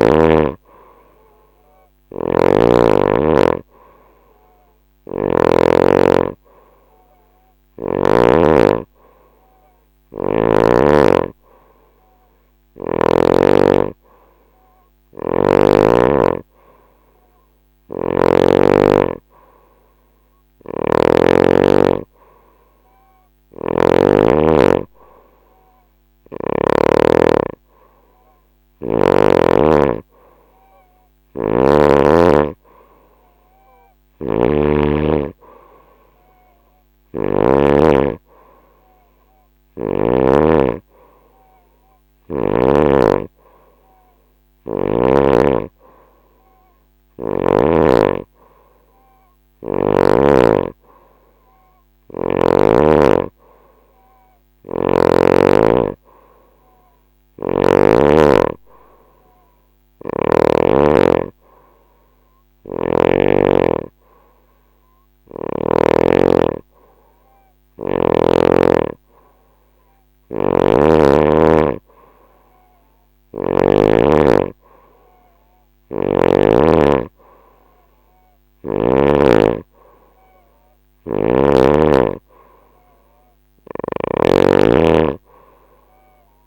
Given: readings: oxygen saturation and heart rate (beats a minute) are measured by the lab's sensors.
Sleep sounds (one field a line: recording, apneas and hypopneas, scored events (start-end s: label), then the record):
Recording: breathing in sleep by a microphone on the trachea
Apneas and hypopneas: none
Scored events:
0.00-5.00 s: snoring (device-marked)
17.00-23.50 s: snoring (device-marked)
30.50-37.00 s: snoring (device-marked)
59.00-62.50 s: snoring (device-marked)
69.50-73.00 s: snoring (device-marked)
75.00-78.50 s: snoring (device-marked)
83.00-86.47 s: snoring (device-marked)
From the record:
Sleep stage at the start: N2 (light sleep)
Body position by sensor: on the right side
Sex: female